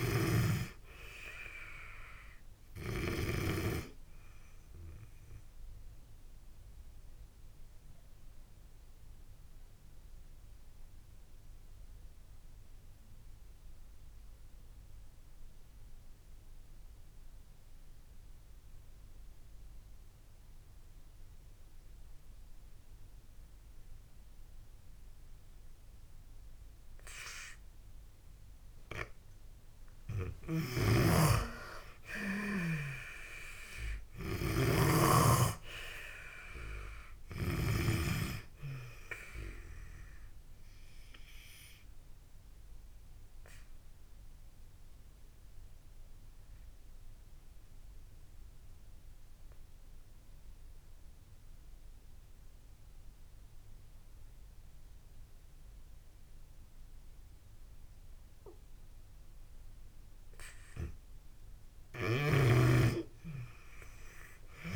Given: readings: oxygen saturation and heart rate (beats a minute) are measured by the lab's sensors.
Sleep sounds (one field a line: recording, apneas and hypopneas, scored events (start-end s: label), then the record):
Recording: breathing in sleep by a room microphone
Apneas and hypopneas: 2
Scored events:
0.00-26.50 s: oxygen desaturation (device-marked, oxygen 78% lowest)
6.00-29.00 s: obstructive apnea (oxygen 97% before, 78% lowest)
30.50-38.00 s: snoring (device-marked)
31.00-34.00 s: arousal
40.50-60.00 s: obstructive apnea (oxygen 97% before, 83% lowest)
45.50-64.50 s: oxygen desaturation (device-marked, oxygen 95% before, 83% lowest)
From the record:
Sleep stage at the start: N2 (light sleep)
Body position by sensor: on the back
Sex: female